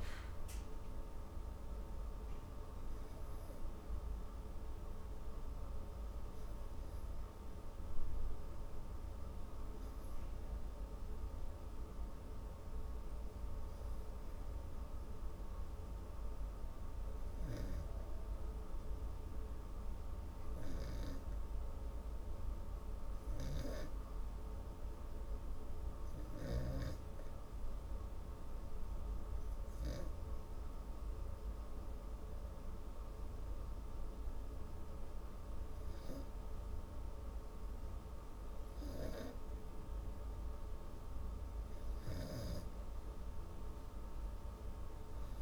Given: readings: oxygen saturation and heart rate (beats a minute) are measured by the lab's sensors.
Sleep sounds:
breathing in sleep by a room microphone; 1
0.00-12.50 s: oxygen desaturation (device-marked, oxygen 90% lowest)
13.00-16.00 s: arousal
19.00-35.50 s: obstructive apnea (oxygen 95% before, 90% lowest, heart rate 36 before, 34 extreme, up 3 after)
36.50-40.00 s: arousal
From the record:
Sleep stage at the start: N2 (light sleep); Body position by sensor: on the back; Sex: female

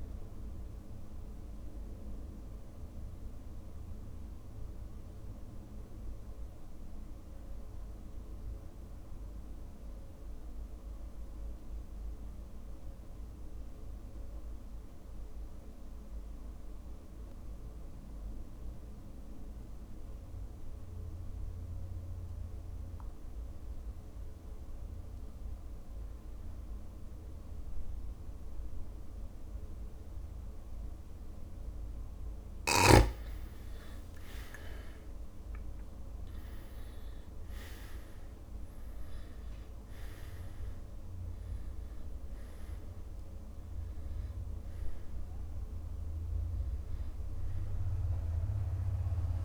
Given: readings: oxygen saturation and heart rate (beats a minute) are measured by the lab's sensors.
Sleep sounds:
breathing in sleep, hard to hear, by a room microphone; 1
0.00-1.00 s: arousal
4.00-30.50 s: mixed apnea (oxygen 100% before, 90% lowest)
30.50-49.45 s: oxygen desaturation (device-marked, oxygen 99% before, 90% lowest)
34.00-39.50 s: arousal
From the record:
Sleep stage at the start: REM sleep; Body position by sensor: on the back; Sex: male

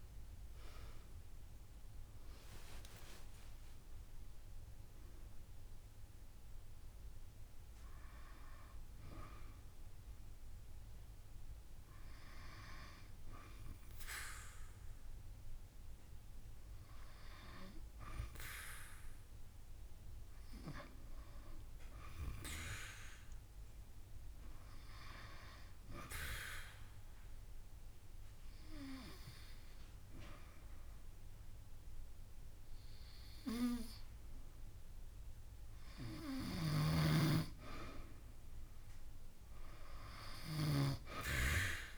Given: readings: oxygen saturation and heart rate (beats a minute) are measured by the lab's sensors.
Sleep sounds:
breathing in sleep by a room microphone; 1
0.00-2.50 s: arousal
27.00-37.00 s: obstructive apnea (oxygen 96% before, 93% lowest)
39.50-41.98 s: arousal
From the record:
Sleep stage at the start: N2 (light sleep); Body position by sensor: on the back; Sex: female

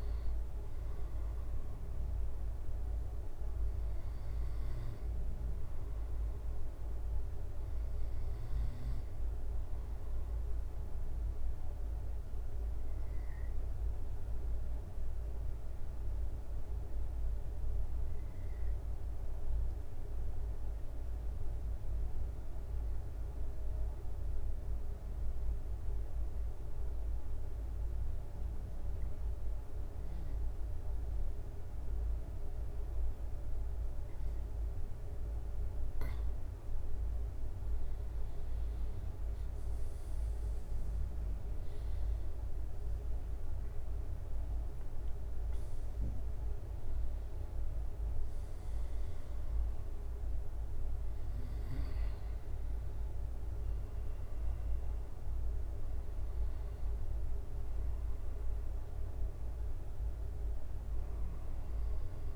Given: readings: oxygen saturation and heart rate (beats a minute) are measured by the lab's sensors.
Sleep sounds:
breathing in sleep, hard to hear, by a room microphone; 1
6.00-34.50 s: obstructive apnea (oxygen 95% before, 90% lowest, heart rate 73 before, 65 extreme, up 7 after)
30.50-61.50 s: oxygen desaturation (device-marked, oxygen 96% before, 90% lowest, heart rate 66 before, 65 extreme)
39.00-43.50 s: arousal
39.50-52.50 s: drop in pulse transit time (device-marked, heart rate 68 before, 70 extreme)
From the record:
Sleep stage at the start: N2 (light sleep); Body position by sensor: on the back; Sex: male

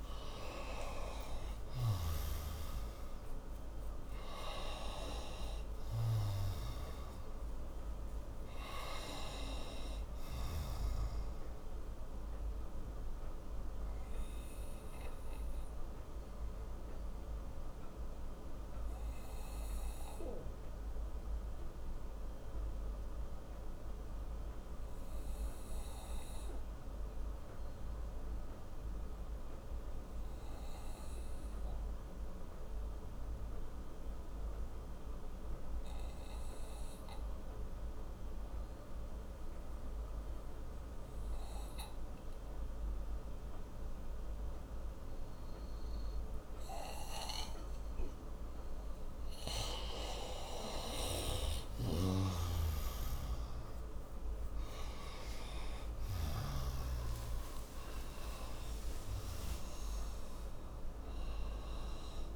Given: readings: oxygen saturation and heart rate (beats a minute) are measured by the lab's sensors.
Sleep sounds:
breathing in sleep by a room microphone; 1
0.00-29.50 s: oxygen desaturation (device-marked, oxygen 91% lowest)
12.00-48.50 s: obstructive apnea (oxygen 98% before, 91% lowest)
56.00-60.50 s: arousal
From the record:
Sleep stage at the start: N2 (light sleep); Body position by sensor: on the right side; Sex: male

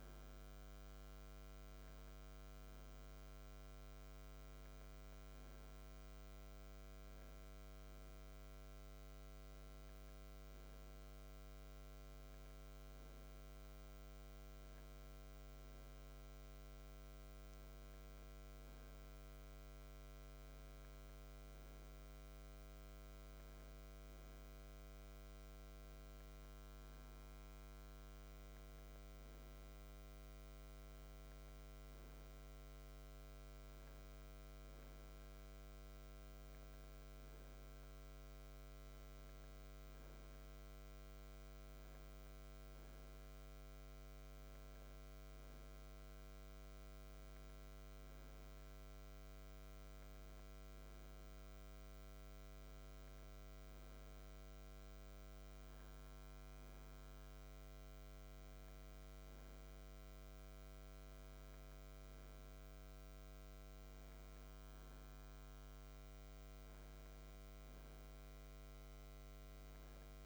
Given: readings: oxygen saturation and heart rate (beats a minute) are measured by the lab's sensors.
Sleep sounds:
breathing in sleep, hard to hear, by a microphone on the trachea; none
none scored
From the record:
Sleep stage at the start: N2 (light sleep); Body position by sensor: on the back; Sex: male

